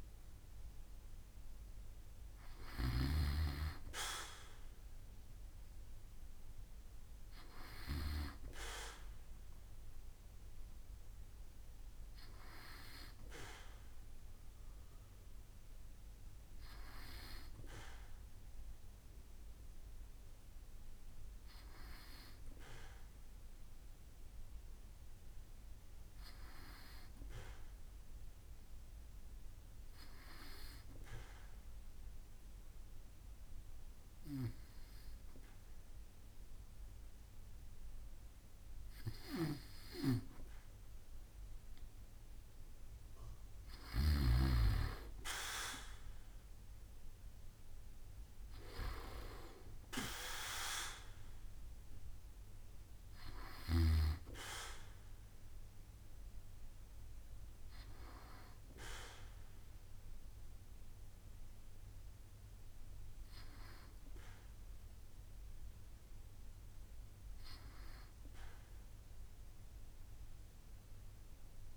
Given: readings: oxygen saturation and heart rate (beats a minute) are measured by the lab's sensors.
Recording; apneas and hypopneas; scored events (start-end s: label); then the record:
breathing in sleep by a room microphone; 1
0.00-2.00 s: arousal
30.00-43.00 s: hypopnea (oxygen 95% before, 93% lowest, heart rate 68 before, 66 extreme, up 7 after)
45.50-48.50 s: arousal
From the record:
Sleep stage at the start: N2 (light sleep); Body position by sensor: on the back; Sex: male